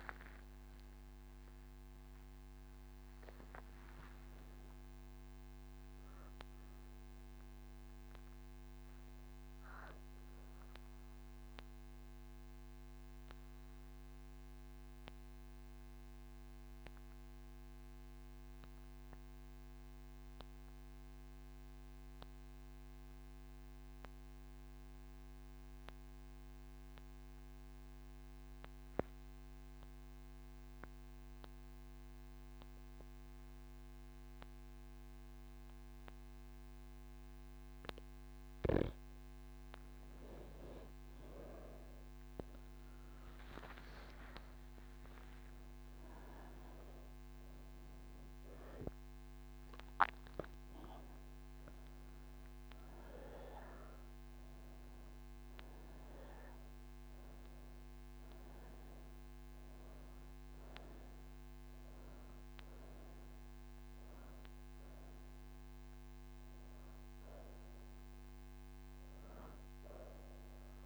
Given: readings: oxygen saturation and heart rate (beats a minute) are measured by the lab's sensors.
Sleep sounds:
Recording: breathing in sleep by a microphone on the trachea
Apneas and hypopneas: none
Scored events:
8.00-22.00 s: oxygen desaturation (device-marked, oxygen 95% before, 88% lowest)
44.00-70.86 s: oxygen desaturation (device-marked, oxygen 99% before, 87% lowest)
From the record:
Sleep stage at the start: N1 (lightest sleep)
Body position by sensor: on the right side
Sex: female

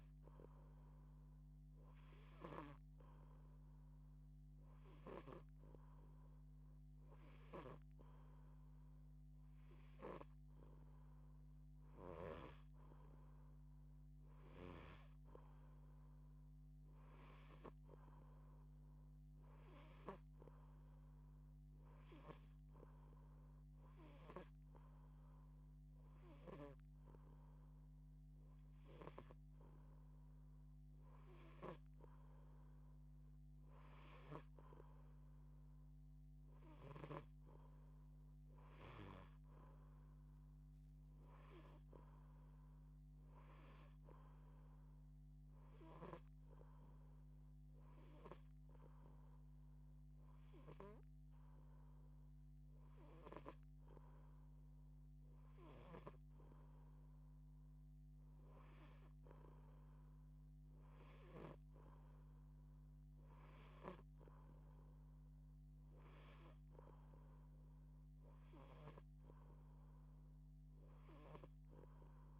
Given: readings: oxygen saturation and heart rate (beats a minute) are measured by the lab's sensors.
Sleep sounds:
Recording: breathing in sleep by a microphone on the trachea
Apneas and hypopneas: 1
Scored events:
1.50-5.00 s: snoring (device-marked)
7.00-12.00 s: snoring (device-marked)
33.50-37.00 s: snoring (device-marked)
45.00-55.00 s: hypopnea (oxygen 88% before, 87% lowest, heart rate 121 before, 103 extreme)
55.00-61.00 s: snoring (device-marked)
57.50-61.00 s: arousal
From the record:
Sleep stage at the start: N2 (light sleep)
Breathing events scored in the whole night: 128 in 6.0 hours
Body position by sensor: on the back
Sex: female

